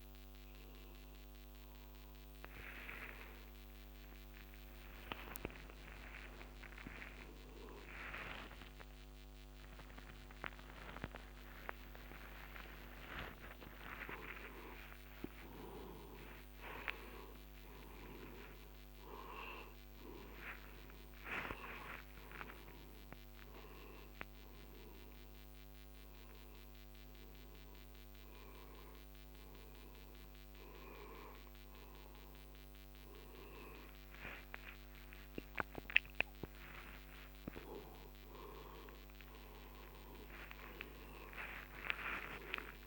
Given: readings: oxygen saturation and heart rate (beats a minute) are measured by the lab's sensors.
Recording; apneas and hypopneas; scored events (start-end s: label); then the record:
a person awake in a sleep study, by a microphone on the trachea; none
3.00-42.87 s: new sleep stage, awake
From the record:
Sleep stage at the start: N1 (lightest sleep); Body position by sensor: on the right side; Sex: male